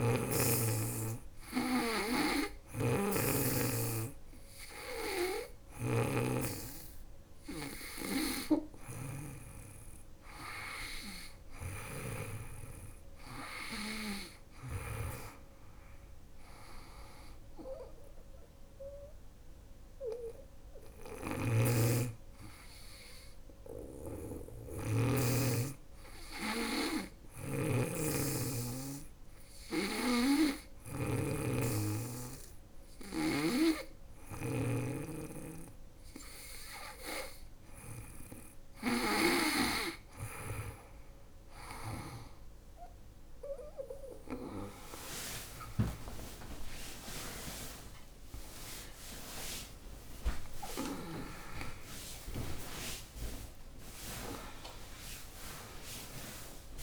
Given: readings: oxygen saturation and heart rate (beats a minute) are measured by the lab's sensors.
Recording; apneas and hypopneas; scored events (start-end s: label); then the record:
breathing in sleep by a room microphone; 1
1.50-11.50 s: snoring (device-marked)
20.00-34.00 s: snoring (device-marked)
20.50-35.50 s: hypopnea (oxygen 98% before, 95% lowest, heart rate 82 before, 74 extreme, up 7 after)
44.50-46.50 s: long interval between heartbeats (device-marked, heart rate 78 before, 93 extreme)
45.50-47.50 s: tachycardia (device-marked, heart rate 85 before, 97 extreme)
48.50-56.83 s: tachycardia (device-marked, heart rate 85 before, 150 extreme)
51.50-53.50 s: long interval between heartbeats (device-marked, heart rate 85 before, 108 extreme)
55.50-56.83 s: new sleep stage, awake
From the record:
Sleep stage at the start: N2 (light sleep); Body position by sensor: on the back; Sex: female